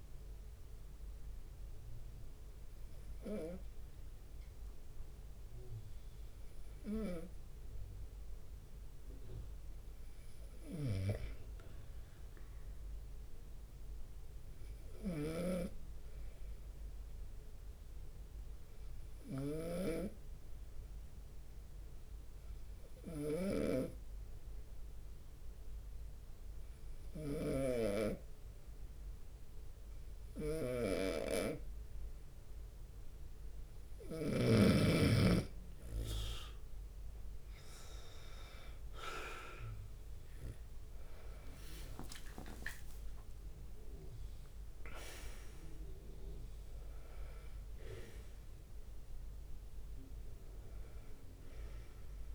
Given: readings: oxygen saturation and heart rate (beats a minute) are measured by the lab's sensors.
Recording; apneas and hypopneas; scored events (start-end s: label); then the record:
breathing in sleep by a room microphone; 1
0.00-4.50 s: drop in pulse transit time (device-marked, heart rate 72 extreme)
7.50-35.00 s: snoring (device-marked)
14.00-32.50 s: obstructive apnea (oxygen 96% before, 90% lowest, heart rate 79 before, 68 extreme, up 5 after)
29.50-47.50 s: oxygen desaturation (device-marked, oxygen 96% before, 91% lowest, heart rate 69 before, 66 extreme)
37.50-51.50 s: drop in pulse transit time (device-marked, heart rate 71 before, 74 extreme)
38.00-46.50 s: leg movement (device-marked)
42.00-46.00 s: arousal
49.50-52.35 s: oxygen desaturation (device-marked, oxygen 93% before, 90% lowest, heart rate 74 before, 66 extreme)
From the record:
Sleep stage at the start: N2 (light sleep); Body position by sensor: on the right side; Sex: male